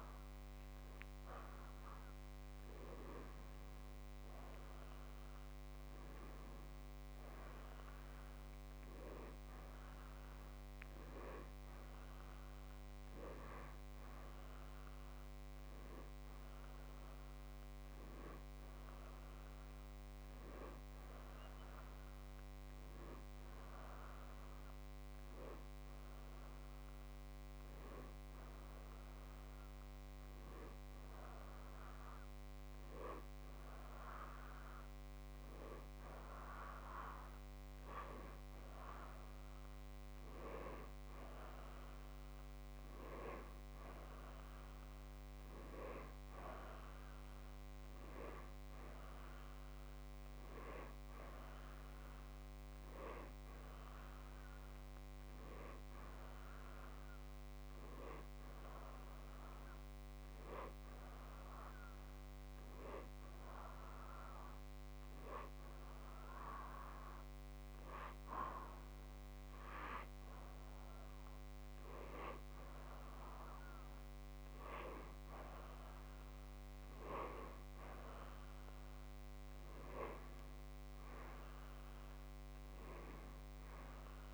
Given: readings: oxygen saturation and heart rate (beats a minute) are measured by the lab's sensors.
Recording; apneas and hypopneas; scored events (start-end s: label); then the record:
breathing in sleep by a microphone on the trachea; 1
7.00-11.00 s: arousal
60.50-74.00 s: hypopnea (oxygen 94% before, 91% lowest, heart rate 64 before, 53 extreme, up 2 after)
76.00-79.00 s: arousal
From the record:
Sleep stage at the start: REM sleep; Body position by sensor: on the back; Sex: male